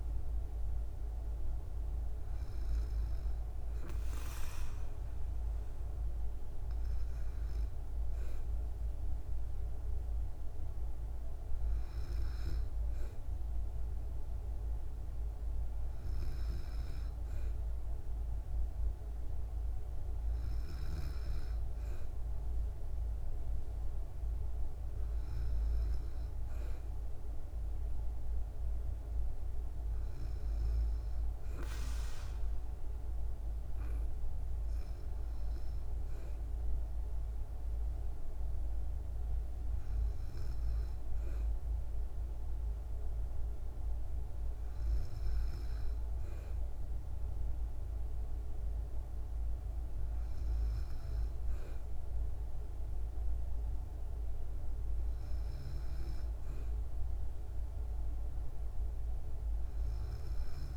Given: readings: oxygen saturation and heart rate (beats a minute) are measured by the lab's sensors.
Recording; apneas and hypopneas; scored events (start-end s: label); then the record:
breathing in sleep, hard to hear, by a room microphone; none
none scored
From the record:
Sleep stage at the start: N2 (light sleep); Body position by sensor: on the back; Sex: female